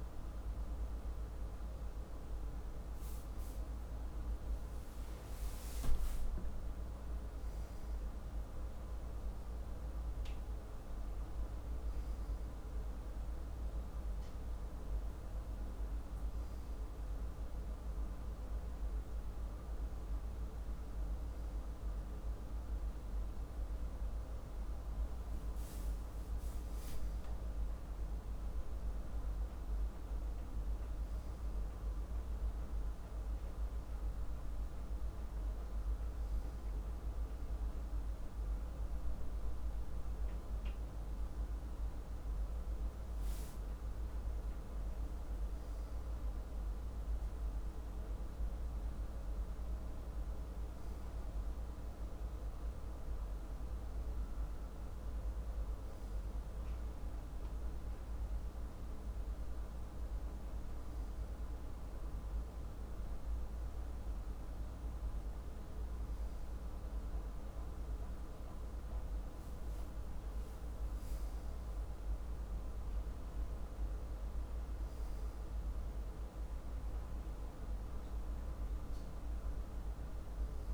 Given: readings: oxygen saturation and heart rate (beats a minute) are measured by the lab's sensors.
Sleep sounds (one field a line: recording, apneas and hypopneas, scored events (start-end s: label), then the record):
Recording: breathing in sleep, hard to hear, by a room microphone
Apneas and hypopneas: none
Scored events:
none scored
From the record:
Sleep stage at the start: N2 (light sleep)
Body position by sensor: on the left side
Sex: male